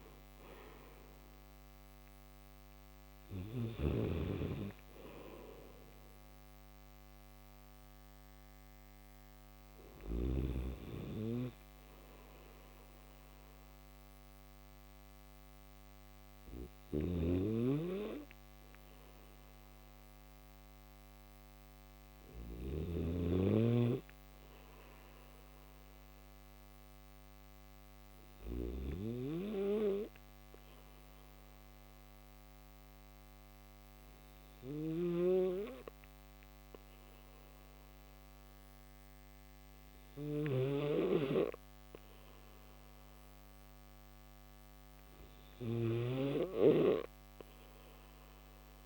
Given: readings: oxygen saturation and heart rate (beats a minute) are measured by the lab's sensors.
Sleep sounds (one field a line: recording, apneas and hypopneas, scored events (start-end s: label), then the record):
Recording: breathing in sleep by a microphone on the trachea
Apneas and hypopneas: 1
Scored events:
16.50-28.50 s: snoring (device-marked)
25.00-44.00 s: hypopnea (oxygen 98% before, 92% lowest, heart rate 71 before, 73 extreme, up 1 after)
34.50-48.85 s: snoring (device-marked)
44.50-48.85 s: oxygen desaturation (device-marked, oxygen 96% before, 92% lowest, heart rate 75 before, 73 extreme)
From the record:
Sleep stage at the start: N2 (light sleep)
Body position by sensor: on the back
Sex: male